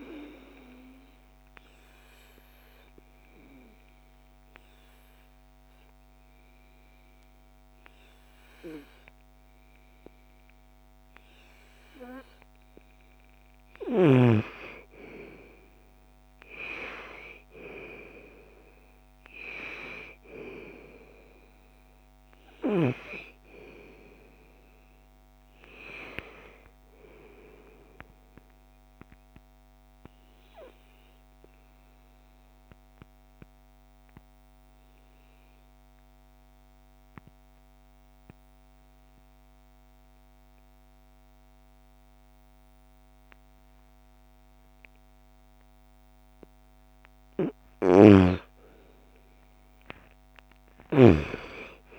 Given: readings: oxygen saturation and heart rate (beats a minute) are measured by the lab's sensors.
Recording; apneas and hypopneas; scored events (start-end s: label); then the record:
breathing in sleep by a microphone on the trachea; 2
0.00-15.50 s: oxygen desaturation (device-marked, oxygen 86% lowest, heart rate 43 extreme)
2.00-13.50 s: obstructive apnea (oxygen 99% before, 86% lowest, heart rate 52 before, 55 extreme, up 12 after)
15.00-19.00 s: arousal
17.50-32.50 s: oxygen desaturation (device-marked, oxygen 95% before, 90% lowest, heart rate 52 before, 56 extreme)
31.50-46.50 s: obstructive apnea (oxygen 95% before, 86% lowest, heart rate 60 before, 55 extreme, up 11 after)
47.00-51.99 s: snoring (device-marked)
47.50-51.99 s: oxygen desaturation (device-marked, oxygen 98% before, 88% lowest, heart rate 62 before, 47 extreme)
49.00-51.99 s: arousal
From the record:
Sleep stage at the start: N2 (light sleep); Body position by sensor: on the right side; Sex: female